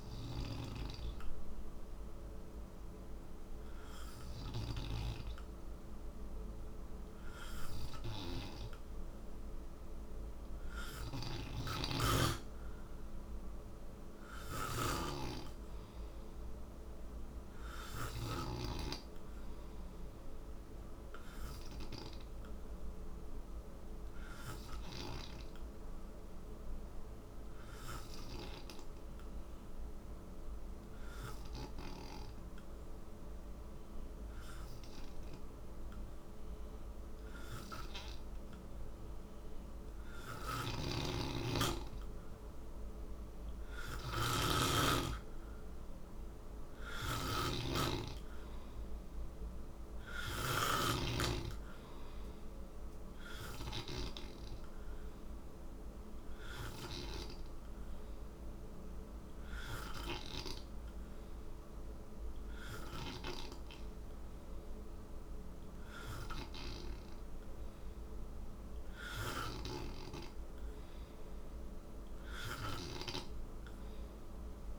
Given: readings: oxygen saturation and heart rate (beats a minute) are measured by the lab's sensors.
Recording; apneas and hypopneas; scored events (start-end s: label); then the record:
breathing in sleep by a room microphone; none
4.50-34.50 s: oxygen desaturation (device-marked, oxygen 96% before, 89% lowest, heart rate 57 before, 55 extreme)
11.00-18.50 s: snoring (device-marked)
40.00-50.50 s: snoring (device-marked)
40.50-60.50 s: oxygen desaturation (device-marked, oxygen 92% before, 88% lowest, heart rate 60 before, 58 extreme)
From the record:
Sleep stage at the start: N2 (light sleep); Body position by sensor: on the right side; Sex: male